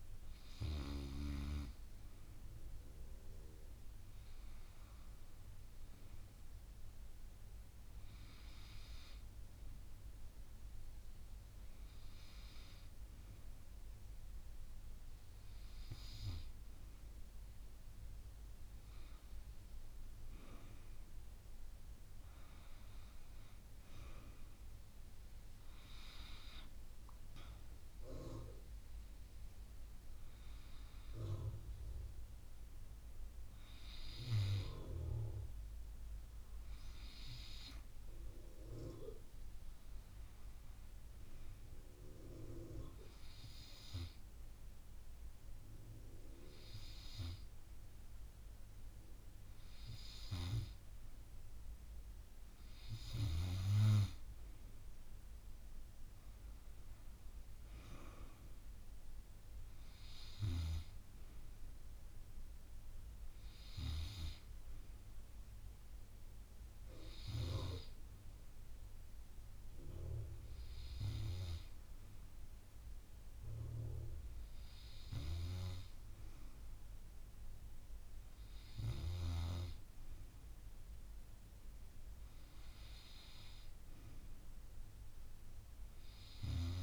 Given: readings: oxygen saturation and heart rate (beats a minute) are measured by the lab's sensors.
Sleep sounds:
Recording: breathing in sleep by a room microphone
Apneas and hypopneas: none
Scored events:
none scored
From the record:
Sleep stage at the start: N2 (light sleep)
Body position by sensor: on the back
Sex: female

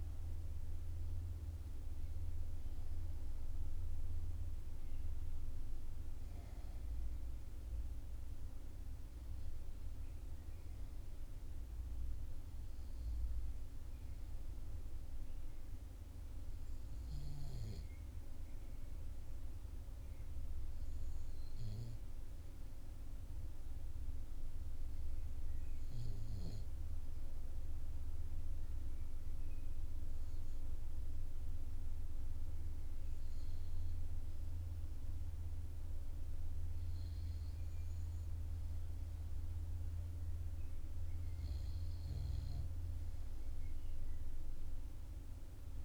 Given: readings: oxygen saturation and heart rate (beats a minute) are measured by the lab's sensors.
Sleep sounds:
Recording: breathing in sleep, hard to hear, by a room microphone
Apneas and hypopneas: none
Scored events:
none scored
From the record:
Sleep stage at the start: REM sleep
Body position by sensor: on the back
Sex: male

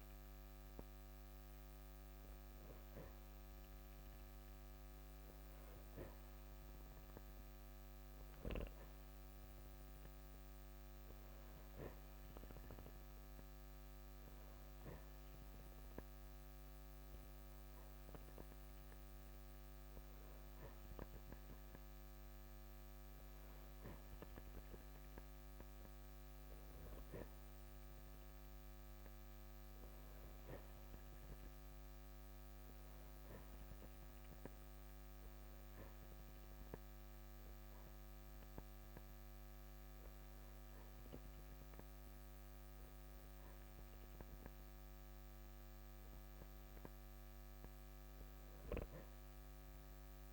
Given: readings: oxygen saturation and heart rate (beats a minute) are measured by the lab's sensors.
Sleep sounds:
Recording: breathing in sleep, hard to hear, by a microphone on the trachea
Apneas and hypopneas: none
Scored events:
none scored
From the record:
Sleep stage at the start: N3 (deep sleep)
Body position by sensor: on the back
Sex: male

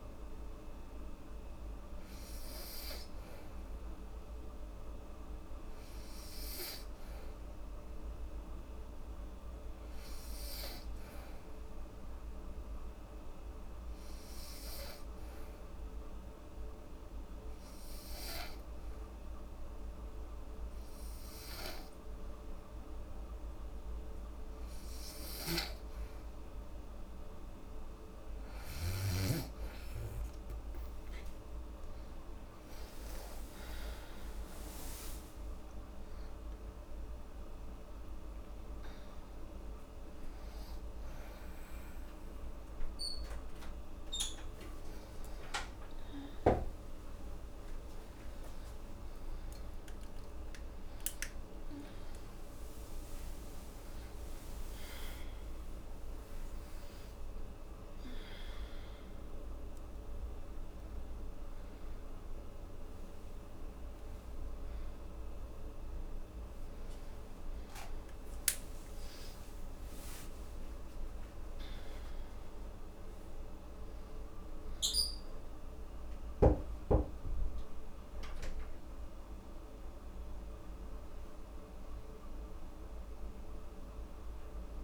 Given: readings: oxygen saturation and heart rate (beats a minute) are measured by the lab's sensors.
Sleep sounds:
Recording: a person awake in a sleep study, by a room microphone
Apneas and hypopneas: 1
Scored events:
12.00-26.00 s: obstructive apnea (oxygen 94% before, 88% lowest, heart rate 74 before, 73 extreme, up 5 after)
40.00-84.84 s: new sleep stage, awake
45.00-67.00 s: oxygen desaturation (device-marked, oxygen 93% before, 88% lowest, heart rate 79 before, 71 extreme)
From the record:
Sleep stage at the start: N2 (light sleep)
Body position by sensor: on the back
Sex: female

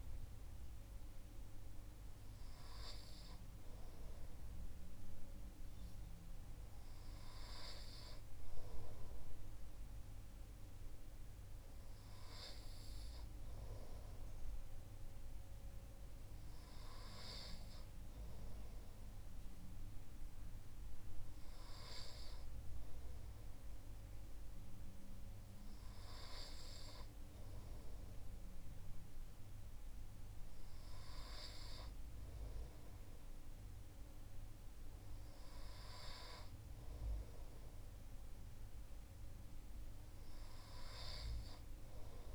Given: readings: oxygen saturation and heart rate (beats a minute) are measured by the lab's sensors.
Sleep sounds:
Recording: breathing in sleep by a room microphone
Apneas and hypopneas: none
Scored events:
none scored
From the record:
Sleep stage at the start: N2 (light sleep)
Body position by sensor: on the right side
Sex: male

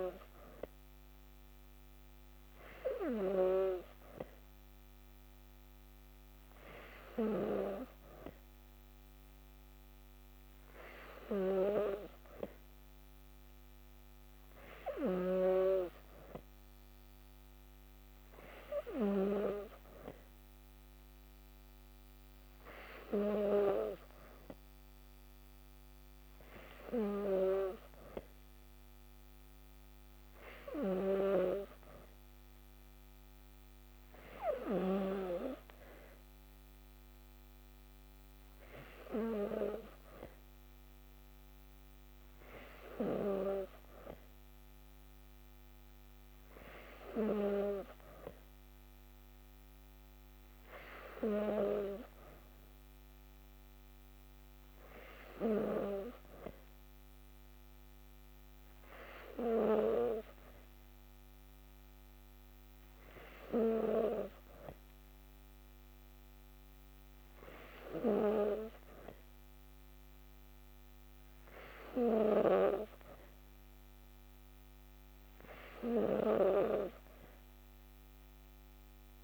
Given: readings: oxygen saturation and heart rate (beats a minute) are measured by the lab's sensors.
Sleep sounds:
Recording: breathing in sleep by a microphone on the trachea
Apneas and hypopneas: none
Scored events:
none scored
From the record:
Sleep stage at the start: N2 (light sleep)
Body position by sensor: on the back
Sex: female

